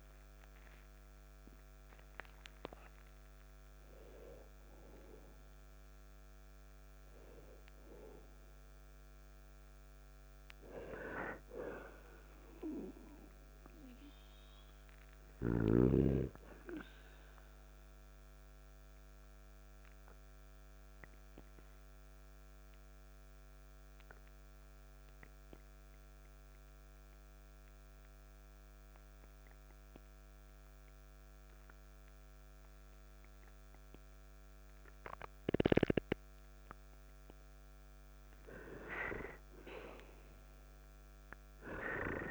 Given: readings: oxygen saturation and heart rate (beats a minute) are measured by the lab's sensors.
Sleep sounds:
breathing in sleep by a microphone on the trachea; 1
2.00-13.00 s: oxygen desaturation (device-marked, oxygen 99% before, 94% lowest, heart rate 53 before, 52 extreme)
6.00-42.31 s: new sleep stage, N2 (light sleep)
18.00-36.50 s: obstructive apnea (oxygen 99% before, 90% lowest, heart rate 58 before, 50 extreme)
39.50-42.31 s: arousal
From the record:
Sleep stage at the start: N1 (lightest sleep); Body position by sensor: on the back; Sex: male

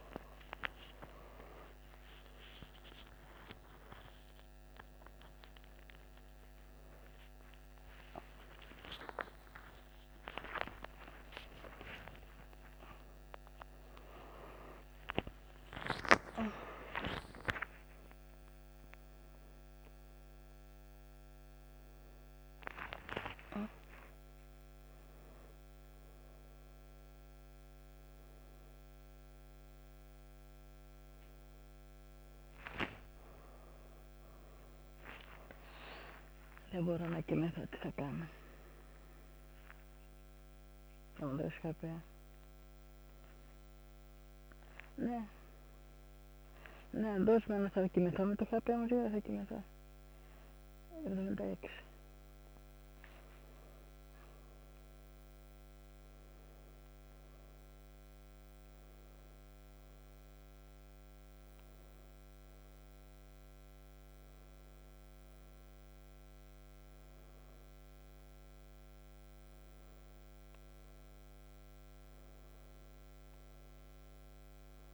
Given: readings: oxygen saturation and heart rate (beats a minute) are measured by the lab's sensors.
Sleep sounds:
a person awake in a sleep study, by a microphone on the trachea; none
9.00-74.94 s: new sleep stage, awake
From the record:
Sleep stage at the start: N1 (lightest sleep); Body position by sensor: on the right side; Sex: female

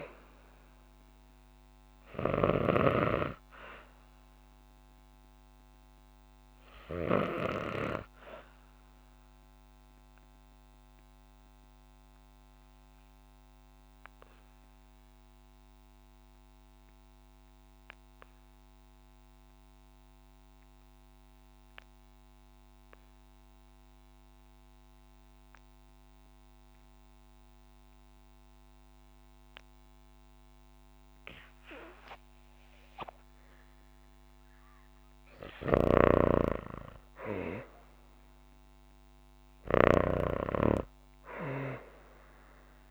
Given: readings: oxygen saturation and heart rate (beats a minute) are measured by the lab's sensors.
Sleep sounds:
breathing in sleep by a microphone on the trachea; 1
0.00-14.50 s: oxygen desaturation (device-marked, oxygen 85% lowest, heart rate 54 extreme)
8.00-34.00 s: obstructive apnea (oxygen 97% before, 82% lowest, heart rate 60 before, 54 extreme, up 4 after)
27.50-42.91 s: oxygen desaturation (device-marked, oxygen 98% before, 82% lowest, heart rate 62 before, 53 extreme)
35.00-39.50 s: snoring (device-marked)
36.50-40.50 s: arousal
From the record:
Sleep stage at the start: REM sleep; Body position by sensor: on the back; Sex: female

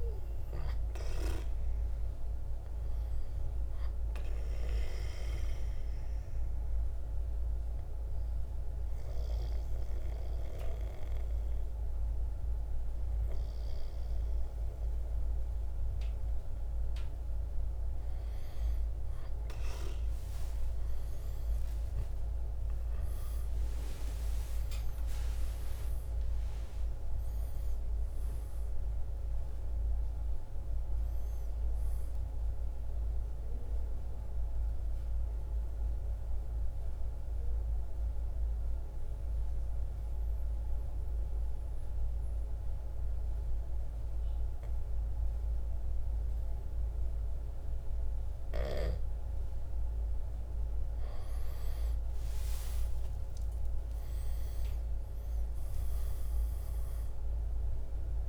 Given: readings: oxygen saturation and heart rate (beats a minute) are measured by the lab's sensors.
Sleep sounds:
breathing in sleep by a room microphone; 2
4.00-16.50 s: obstructive apnea (oxygen 97% before, 92% lowest, heart rate 59 before, 54 extreme, up 10 after)
20.00-23.50 s: arousal
24.50-40.50 s: drop in pulse transit time (device-marked, heart rate 57 before, 57 extreme)
30.50-49.50 s: oxygen desaturation (device-marked, oxygen 96% before, 92% lowest, heart rate 60 before, 53 extreme)
33.00-49.00 s: obstructive apnea (oxygen 96% before, 87% lowest, heart rate 61 before, 53 extreme, up 9 after)
52.00-56.50 s: arousal
From the record:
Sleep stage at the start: N2 (light sleep); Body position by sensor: on the right side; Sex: male

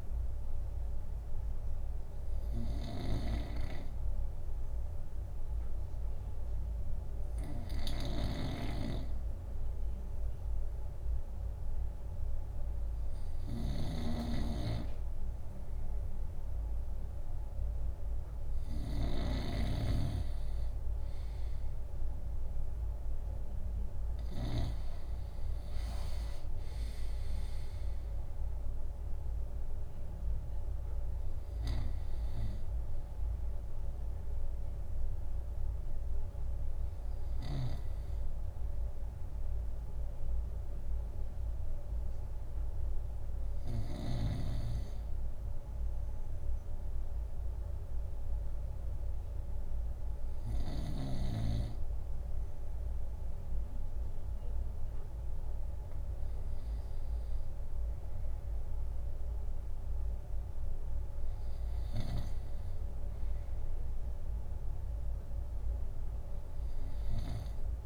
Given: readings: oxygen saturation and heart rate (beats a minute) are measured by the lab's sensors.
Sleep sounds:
breathing in sleep by a room microphone; none
0.00-25.00 s: snoring (device-marked)
37.50-44.00 s: snoring (device-marked)
From the record:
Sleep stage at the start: N2 (light sleep); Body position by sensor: on the right side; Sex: male

